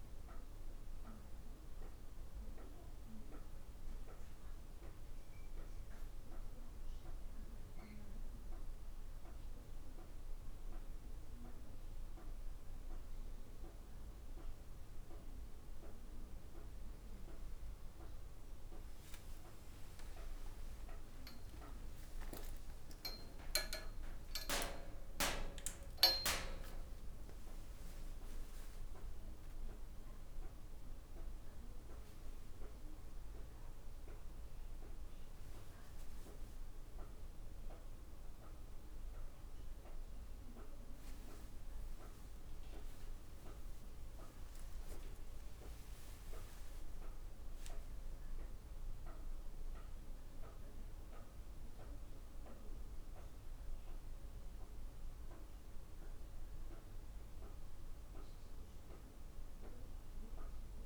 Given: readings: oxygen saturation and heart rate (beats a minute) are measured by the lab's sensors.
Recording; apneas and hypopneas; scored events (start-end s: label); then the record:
a person partly awake in a sleep study, by a room microphone; none
13.00-43.00 s: new sleep stage, awake
43.00-60.86 s: new sleep stage, N1 (lightest sleep)
From the record:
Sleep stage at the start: N1 (lightest sleep); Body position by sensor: on the back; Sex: female